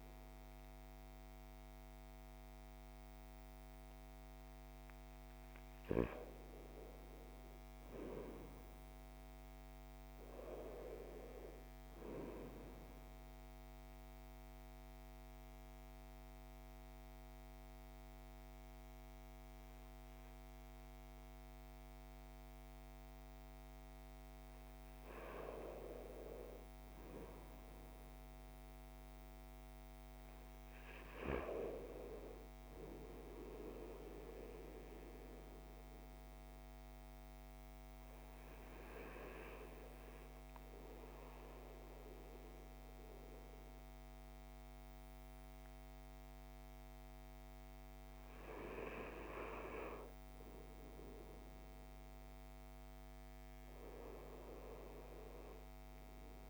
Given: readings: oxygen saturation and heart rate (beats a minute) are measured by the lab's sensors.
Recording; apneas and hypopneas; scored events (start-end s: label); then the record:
breathing in sleep by a microphone on the trachea; 2
0.00-1.50 s: arousal
12.50-24.00 s: obstructive apnea (oxygen 96% before, 93% lowest, heart rate 60 before, 55 extreme, up 5 after)
25.00-28.50 s: arousal
33.50-48.50 s: obstructive apnea (oxygen 96% before, 92% lowest, heart rate 60 before, 55 extreme, up 9 after)
50.50-54.50 s: arousal
From the record:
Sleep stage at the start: N2 (light sleep); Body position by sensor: on the right side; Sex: male